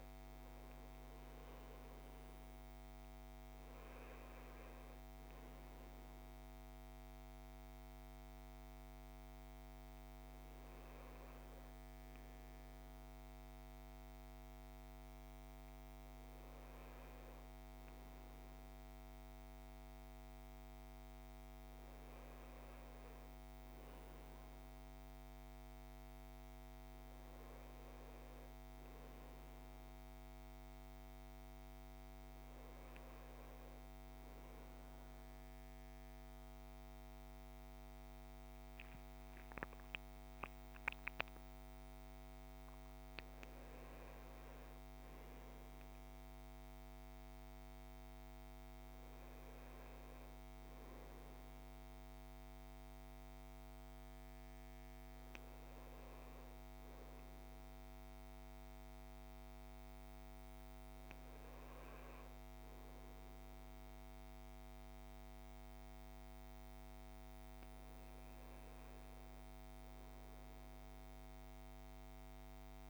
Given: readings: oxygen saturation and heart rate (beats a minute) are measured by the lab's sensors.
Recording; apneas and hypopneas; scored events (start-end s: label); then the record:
breathing in sleep, hard to hear, by a microphone on the trachea; none
none scored
From the record:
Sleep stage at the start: N1 (lightest sleep); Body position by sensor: on the right side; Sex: male